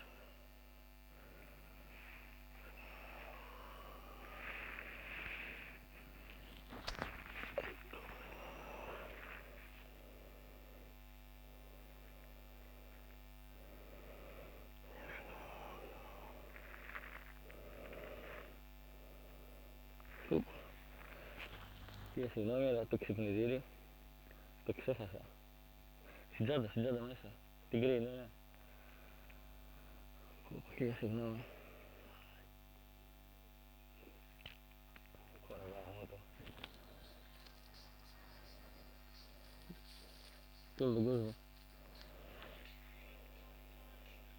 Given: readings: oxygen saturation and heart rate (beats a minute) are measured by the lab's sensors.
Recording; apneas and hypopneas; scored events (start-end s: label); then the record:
a person awake in a sleep study, by a microphone on the trachea; none
none scored
From the record:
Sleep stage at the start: awake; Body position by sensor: on the front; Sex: male